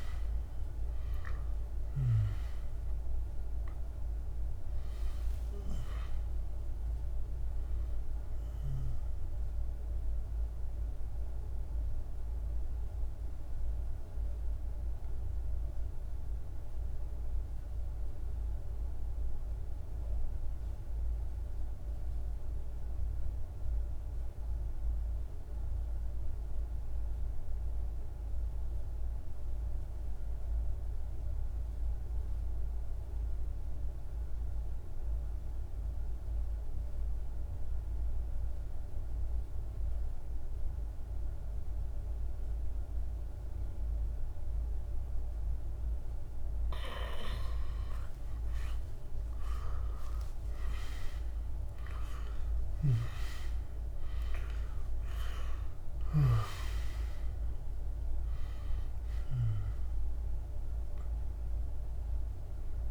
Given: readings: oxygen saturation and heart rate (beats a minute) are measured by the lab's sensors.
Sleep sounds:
breathing in sleep by a room microphone; 1
0.00-21.50 s: oxygen desaturation (device-marked, oxygen 89% lowest, heart rate 46 extreme)
9.00-46.00 s: mixed apnea (oxygen 98% before, 84% lowest, heart rate 78 before, 46 extreme, up 52 after)
36.50-62.91 s: oxygen desaturation (device-marked, oxygen 99% before, 84% lowest, heart rate 47 before, 48 extreme)
48.50-54.00 s: arousal
From the record:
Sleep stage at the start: N2 (light sleep); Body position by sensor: on the back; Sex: male

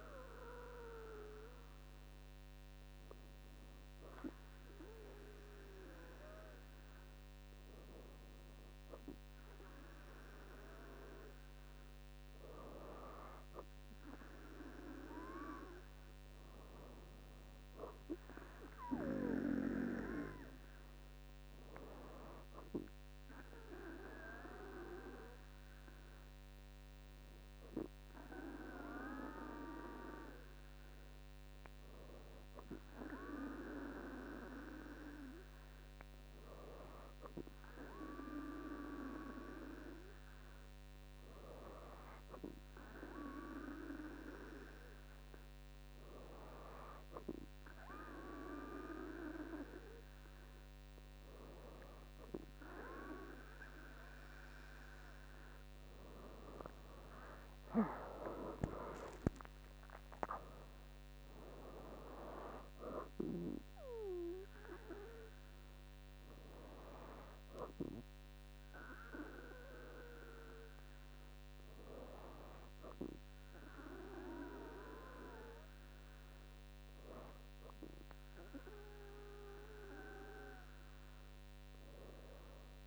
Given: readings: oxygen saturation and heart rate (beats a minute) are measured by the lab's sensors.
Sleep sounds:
breathing in sleep by a microphone on the trachea; none
57.00-61.50 s: arousal
From the record:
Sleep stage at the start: N2 (light sleep); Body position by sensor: on the back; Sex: female

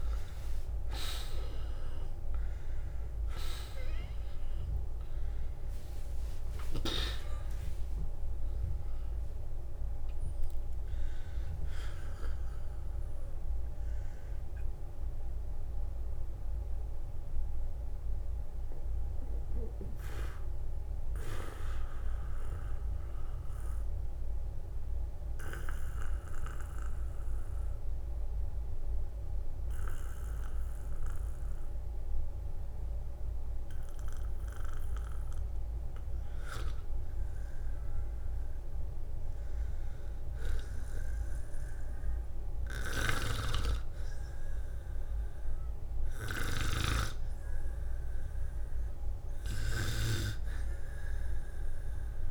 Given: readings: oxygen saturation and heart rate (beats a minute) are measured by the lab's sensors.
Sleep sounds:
breathing in sleep by a room microphone; 1
0.00-5.50 s: arousal
0.00-38.50 s: oxygen desaturation (device-marked, oxygen 70% lowest, heart rate 43 extreme)
5.50-7.50 s: long interval between heartbeats (device-marked, heart rate 71 before, 86 extreme)
6.50-8.50 s: tachycardia (device-marked, heart rate 58 before, 93 extreme)
14.00-36.00 s: mixed apnea (oxygen 90% before, 70% lowest, heart rate 83 before, 43 extreme, up 1 after)
19.50-21.50 s: long interval between heartbeats (device-marked, heart rate 82 before, 58 extreme)
37.00-39.00 s: long interval between heartbeats (device-marked, heart rate 60 before, 57 extreme)
38.50-42.50 s: arousal
From the record:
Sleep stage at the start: N2 (light sleep); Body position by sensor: on the back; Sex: male

